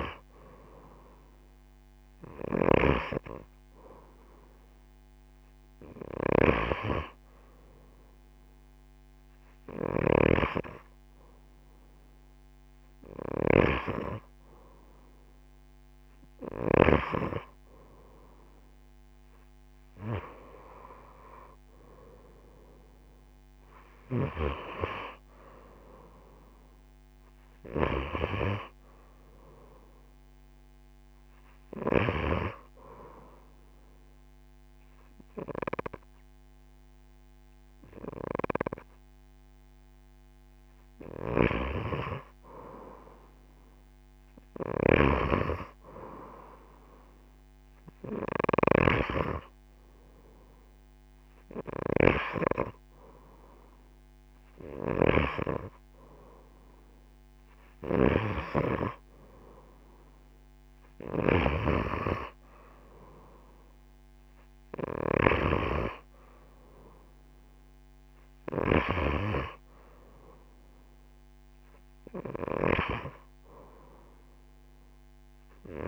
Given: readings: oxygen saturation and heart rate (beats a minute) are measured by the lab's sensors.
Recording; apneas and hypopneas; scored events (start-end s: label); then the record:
breathing in sleep by a microphone on the trachea; 1
23.50-27.00 s: arousal
27.00-44.00 s: oxygen desaturation (device-marked, oxygen 92% before, 89% lowest)
32.00-42.50 s: obstructive apnea (oxygen 93% before, 89% lowest)
41.00-45.00 s: snoring (device-marked)
45.00-48.50 s: arousal
51.00-61.00 s: oxygen desaturation (device-marked, oxygen 95% before, 90% lowest)
72.50-75.00 s: arousal
From the record:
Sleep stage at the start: N2 (light sleep); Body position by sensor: on the right side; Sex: female